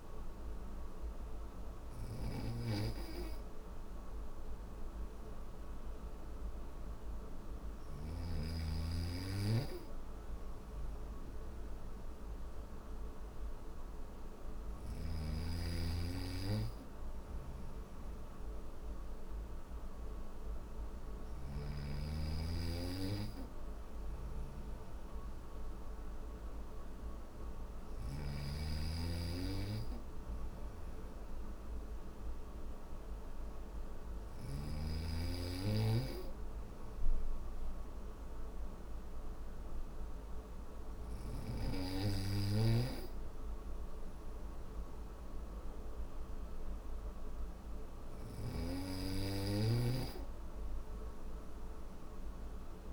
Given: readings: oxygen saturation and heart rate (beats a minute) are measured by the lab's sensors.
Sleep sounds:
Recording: breathing in sleep by a room microphone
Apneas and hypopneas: none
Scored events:
1.00-7.00 s: snoring (device-marked)
20.00-33.50 s: snoring (device-marked)
From the record:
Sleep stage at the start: N3 (deep sleep)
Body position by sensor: on the back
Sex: male

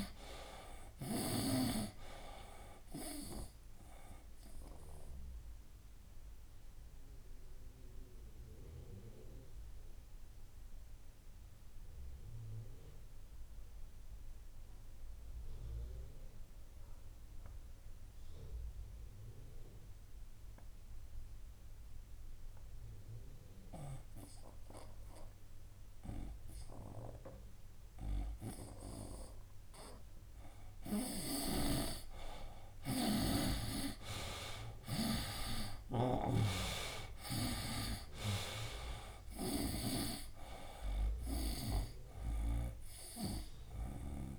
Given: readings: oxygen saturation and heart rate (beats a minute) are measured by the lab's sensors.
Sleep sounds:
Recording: breathing in sleep by a room microphone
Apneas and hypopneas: 1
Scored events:
0.00-20.50 s: oxygen desaturation (device-marked, oxygen 83% lowest, heart rate 62 extreme)
5.00-29.50 s: obstructive apnea (oxygen 99% before, 82% lowest, heart rate 72 before, 62 extreme, up 12 after)
31.00-40.00 s: snoring (device-marked)
32.00-35.50 s: arousal
33.50-44.39 s: oxygen desaturation (device-marked, oxygen 97% before, 82% lowest, heart rate 65 before, 64 extreme)
From the record:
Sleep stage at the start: N2 (light sleep)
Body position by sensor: on the right side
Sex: male

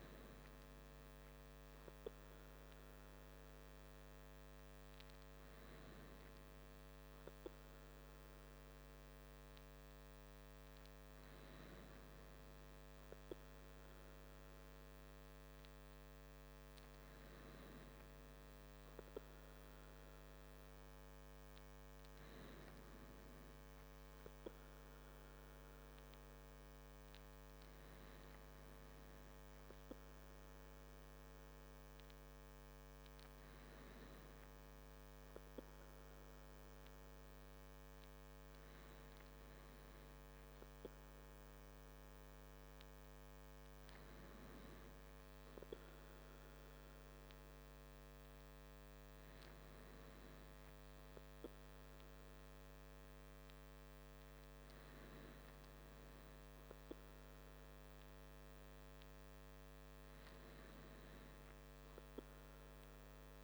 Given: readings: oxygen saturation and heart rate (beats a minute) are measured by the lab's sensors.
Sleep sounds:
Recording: breathing in sleep, hard to hear, by a microphone on the trachea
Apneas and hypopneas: none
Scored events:
none scored
From the record:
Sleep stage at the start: N2 (light sleep)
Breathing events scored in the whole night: 78 in 6.0 hours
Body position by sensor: on the back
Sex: male

